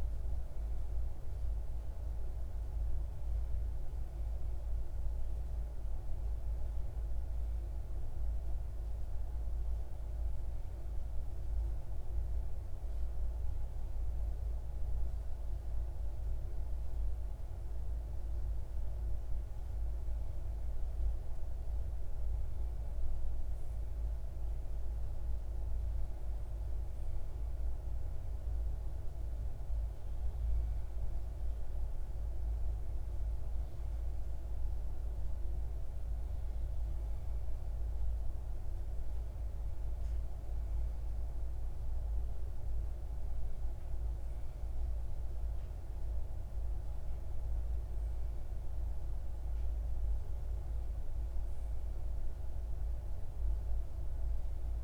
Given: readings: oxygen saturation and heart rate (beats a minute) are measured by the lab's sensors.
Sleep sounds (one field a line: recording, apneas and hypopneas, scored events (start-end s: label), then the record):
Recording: breathing in sleep, hard to hear, by a room microphone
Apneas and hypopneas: none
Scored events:
50.00-54.50 s: arousal
From the record:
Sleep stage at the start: REM sleep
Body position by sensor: on the left side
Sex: male